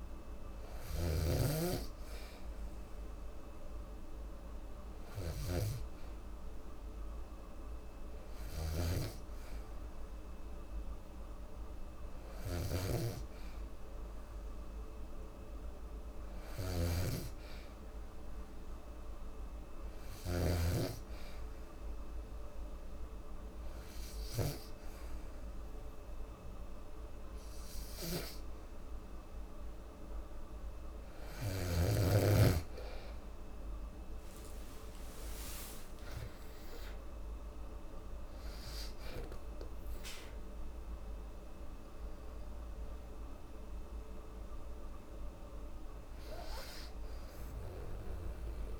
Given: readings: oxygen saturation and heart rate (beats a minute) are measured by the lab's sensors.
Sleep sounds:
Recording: breathing in sleep by a room microphone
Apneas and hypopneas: 1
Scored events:
13.00-16.50 s: arousal
18.50-31.00 s: hypopnea (oxygen 95% before, 93% lowest, heart rate 73 before, 68 extreme, up 14 after)
33.00-36.00 s: arousal
From the record:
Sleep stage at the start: N2 (light sleep)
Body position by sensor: on the back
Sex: female

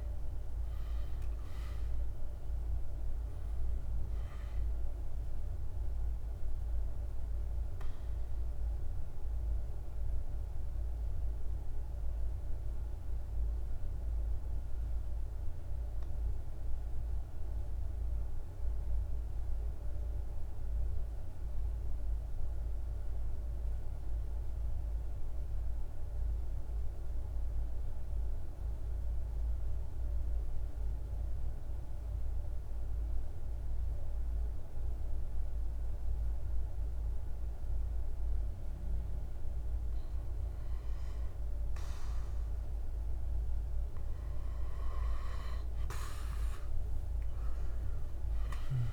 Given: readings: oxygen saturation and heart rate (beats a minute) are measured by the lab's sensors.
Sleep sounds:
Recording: breathing in sleep, hard to hear, by a room microphone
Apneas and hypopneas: 1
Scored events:
0.00-15.00 s: oxygen desaturation (device-marked, oxygen 87% lowest, heart rate 49 extreme)
7.00-42.50 s: mixed apnea (oxygen 97% before, 89% lowest, heart rate 58 before, 50 extreme, up 23 after)
34.00-48.93 s: oxygen desaturation (device-marked, oxygen 99% before, 89% lowest, heart rate 51 before, 47 extreme)
46.00-48.93 s: arousal
From the record:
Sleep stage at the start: N2 (light sleep)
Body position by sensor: on the back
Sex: male

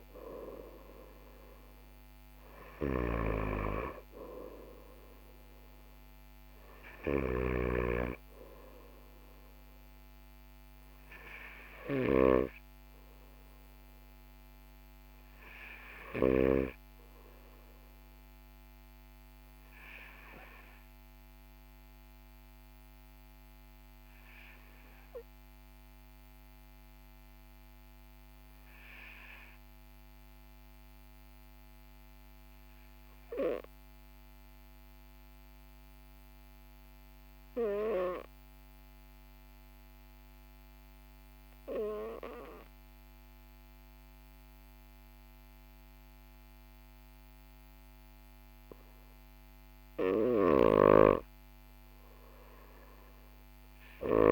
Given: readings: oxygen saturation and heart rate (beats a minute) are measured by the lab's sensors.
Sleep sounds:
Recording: breathing in sleep by a microphone on the trachea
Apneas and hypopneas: 1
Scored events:
2.50-7.00 s: snoring (device-marked)
25.00-28.50 s: arousal
30.50-50.00 s: obstructive apnea (oxygen 99% before, 94% lowest, heart rate 43 before, 42 extreme, up 2 after)
50.00-54.32 s: snoring (device-marked)
52.50-54.32 s: arousal
From the record:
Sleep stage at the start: N2 (light sleep)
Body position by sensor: on the right side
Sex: male

